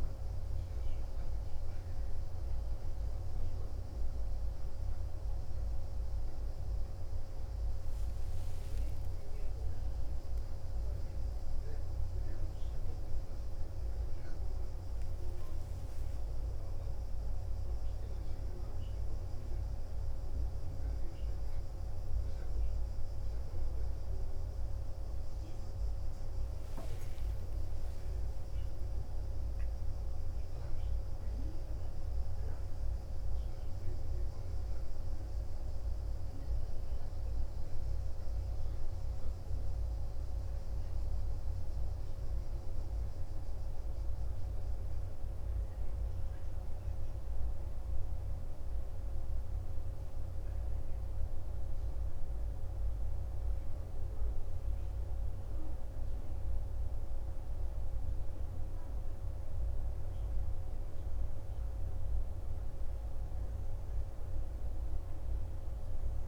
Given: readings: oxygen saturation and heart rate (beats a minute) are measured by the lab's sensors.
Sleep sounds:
breathing in sleep, hard to hear, by a room microphone; 1
26.50-30.50 s: arousal
47.00-58.00 s: hypopnea (oxygen 91% before, 90% lowest, heart rate 57 before, 44 extreme, up 3 after)
60.00-63.50 s: arousal
From the record:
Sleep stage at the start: N2 (light sleep); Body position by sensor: on the back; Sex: male

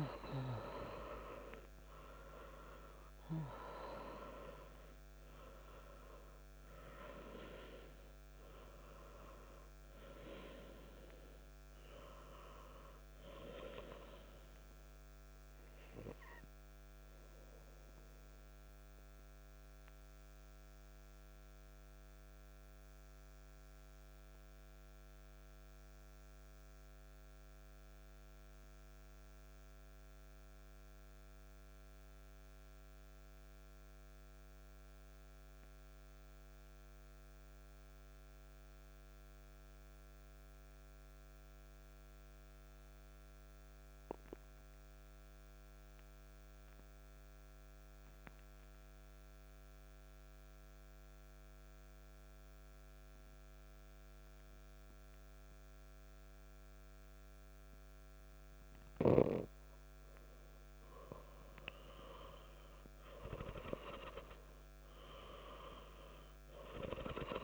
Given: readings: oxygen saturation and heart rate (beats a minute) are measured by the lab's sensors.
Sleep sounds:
breathing in sleep by a microphone on the trachea; 1
0.00-1.00 s: arousal
0.00-22.00 s: oxygen desaturation (device-marked, oxygen 90% lowest, heart rate 59 extreme)
18.50-60.00 s: mixed apnea (oxygen 96% before, 91% lowest, heart rate 68 before, 59 extreme, up 4 after)
50.00-67.44 s: oxygen desaturation (device-marked, oxygen 97% before, 91% lowest, heart rate 60 before, 58 extreme)
61.50-65.50 s: arousal
From the record:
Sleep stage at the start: N2 (light sleep); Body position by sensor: on the back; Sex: male

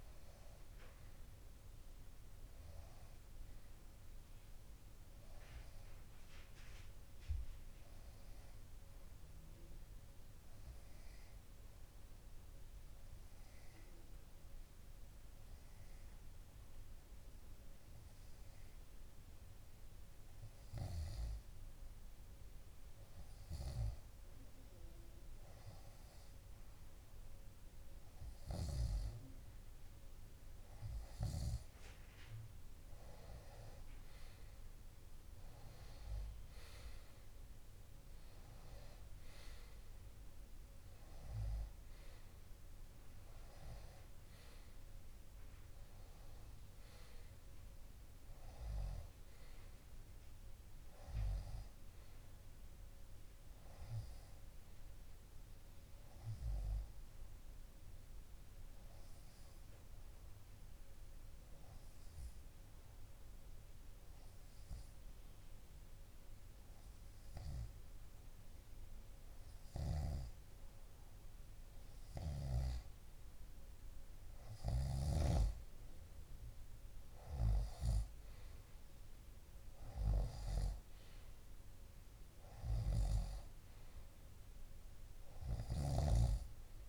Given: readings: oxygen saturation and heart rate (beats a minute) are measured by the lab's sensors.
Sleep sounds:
breathing in sleep by a room microphone; 2
3.50-6.50 s: arousal
9.00-24.50 s: hypopnea (oxygen 96% before, 93% lowest)
25.50-28.00 s: arousal
52.50-55.50 s: arousal
59.00-73.00 s: obstructive apnea (oxygen 95% before, 93% lowest)
75.50-79.00 s: arousal
From the record:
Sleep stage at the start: N2 (light sleep); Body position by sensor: on the left side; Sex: male

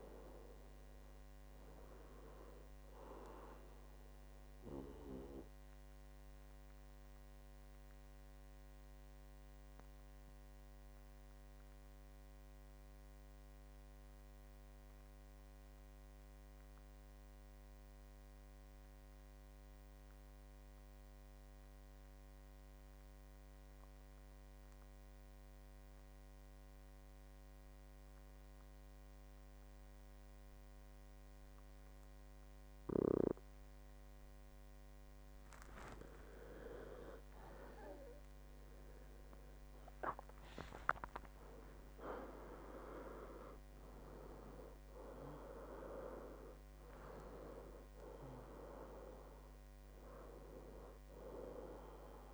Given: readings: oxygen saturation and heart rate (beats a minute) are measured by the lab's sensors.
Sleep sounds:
breathing in sleep by a microphone on the trachea; 1
3.50-5.50 s: long interval between heartbeats (device-marked, heart rate 73 before, 68 extreme)
3.50-36.50 s: obstructive apnea (oxygen 98% before, 90% lowest, heart rate 73 before, 59 extreme, up 20 after)
34.00-52.34 s: oxygen desaturation (device-marked, oxygen 98% before, 90% lowest, heart rate 61 before, 59 extreme)
38.00-41.00 s: arousal
From the record:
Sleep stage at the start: N2 (light sleep); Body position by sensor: on the back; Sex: male

